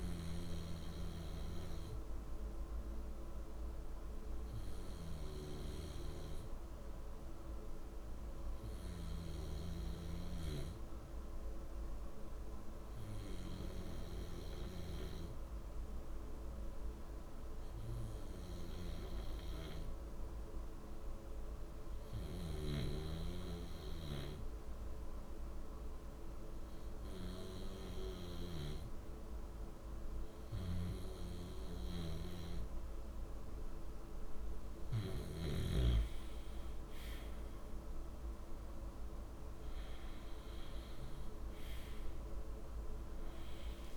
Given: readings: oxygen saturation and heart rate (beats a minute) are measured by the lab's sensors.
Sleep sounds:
breathing in sleep by a room microphone; 1
1.00-31.50 s: hypopnea (oxygen 97% before, 91% lowest, heart rate 53 before, 54 extreme, up 5 after)
18.00-43.96 s: oxygen desaturation (device-marked, oxygen 95% before, 91% lowest, heart rate 55 before, 49 extreme)
From the record:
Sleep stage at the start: REM sleep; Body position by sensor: on the back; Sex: male

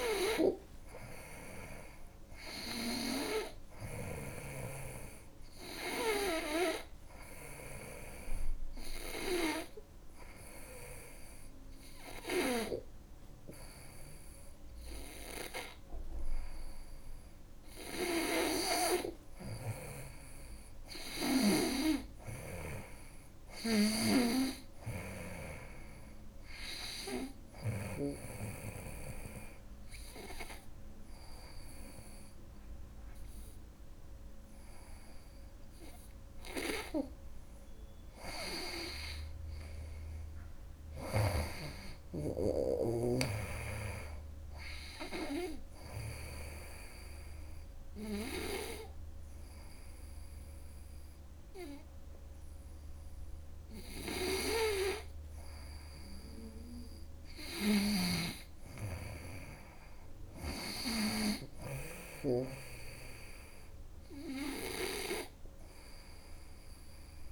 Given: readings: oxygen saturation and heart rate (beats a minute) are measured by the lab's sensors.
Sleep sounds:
breathing in sleep by a room microphone; 3
7.00-18.00 s: hypopnea (oxygen 99% before, 93% lowest, heart rate 74 before, 75 extreme, up 3 after)
19.50-22.50 s: arousal
22.50-37.50 s: oxygen desaturation (device-marked, oxygen 97% before, 94% lowest, heart rate 77 before, 70 extreme)
23.00-27.50 s: snoring (device-marked)
26.50-37.50 s: hypopnea (oxygen 99% before, 93% lowest, heart rate 77 before, 70 extreme, up 3 after)
39.00-42.00 s: arousal
45.00-55.00 s: hypopnea (oxygen 97% before, 93% lowest, heart rate 77 before, 70 extreme, up 10 after)
47.50-56.50 s: oxygen desaturation (device-marked, oxygen 97% before, 93% lowest, heart rate 77 before, 71 extreme)
56.50-60.50 s: arousal
57.00-61.00 s: snoring (device-marked)
From the record:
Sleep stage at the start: N2 (light sleep); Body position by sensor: on the front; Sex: female

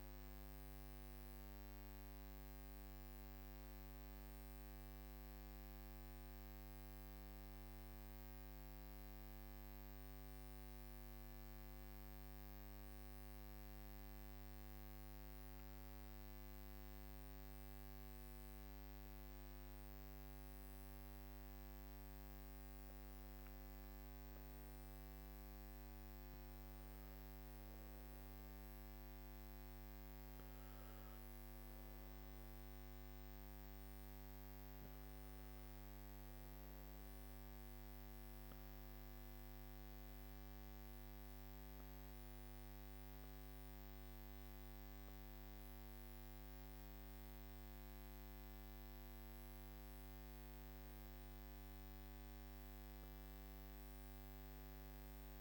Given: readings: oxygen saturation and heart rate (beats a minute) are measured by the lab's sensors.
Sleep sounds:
breathing in sleep, hard to hear, by a microphone on the trachea; none
none scored
From the record:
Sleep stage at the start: N3 (deep sleep); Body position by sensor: on the back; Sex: male

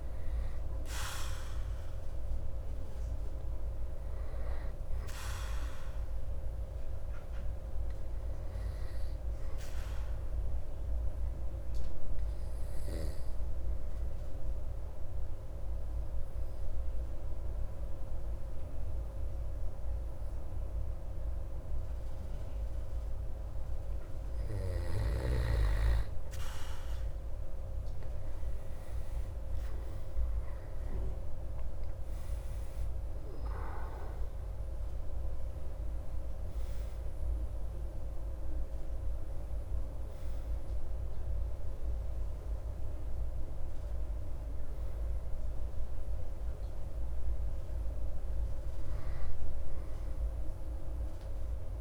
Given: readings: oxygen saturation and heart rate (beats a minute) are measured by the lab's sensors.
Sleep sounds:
breathing in sleep, hard to hear, by a room microphone; 1
10.50-23.00 s: obstructive apnea (oxygen 97% before, 90% lowest)
26.50-30.00 s: arousal
32.50-51.81 s: oxygen desaturation (device-marked, oxygen 96% before, 90% lowest)
From the record:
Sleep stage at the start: N2 (light sleep); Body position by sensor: on the back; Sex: male

